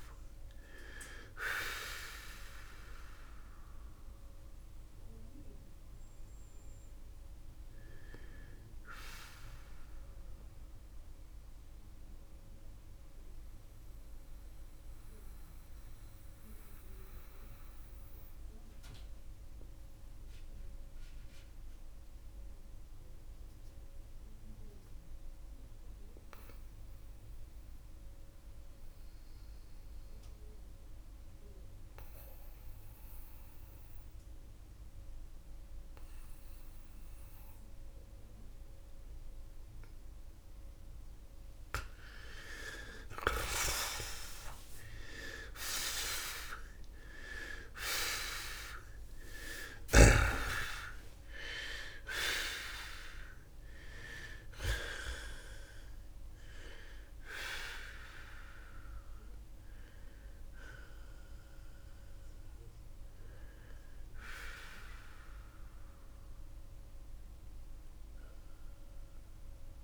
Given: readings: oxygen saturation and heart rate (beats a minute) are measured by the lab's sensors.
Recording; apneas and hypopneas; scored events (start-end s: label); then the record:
breathing in sleep by a room microphone; 1
12.00-41.00 s: mixed apnea (oxygen 94% before, 83% lowest)
20.50-38.50 s: oxygen desaturation (device-marked, oxygen 94% before, 84% lowest)
43.00-48.50 s: arousal
53.50-69.84 s: oxygen desaturation (device-marked, oxygen 96% before, 83% lowest)
From the record:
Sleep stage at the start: N2 (light sleep); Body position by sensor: on the back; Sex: male